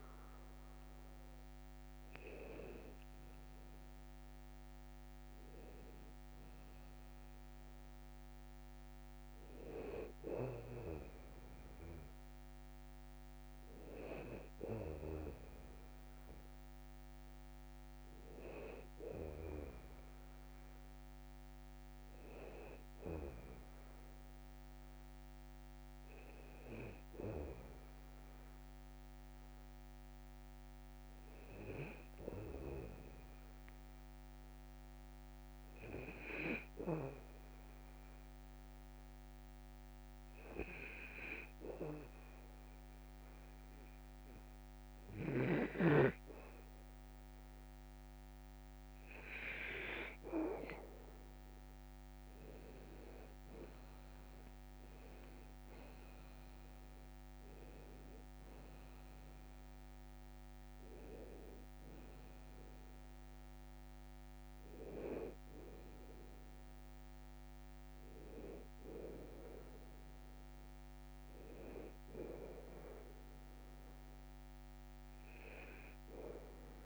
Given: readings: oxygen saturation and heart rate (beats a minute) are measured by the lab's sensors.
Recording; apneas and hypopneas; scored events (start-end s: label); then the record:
breathing in sleep by a microphone on the trachea; 1
18.00-46.00 s: hypopnea (oxygen 96% before, 94% lowest, heart rate 58 before, 52 extreme, up 15 after)
54.00-56.00 s: long interval between heartbeats (device-marked, heart rate 59 before, 90 extreme)
54.50-59.00 s: arousal
From the record:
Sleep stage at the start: N2 (light sleep); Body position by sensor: on the back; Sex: male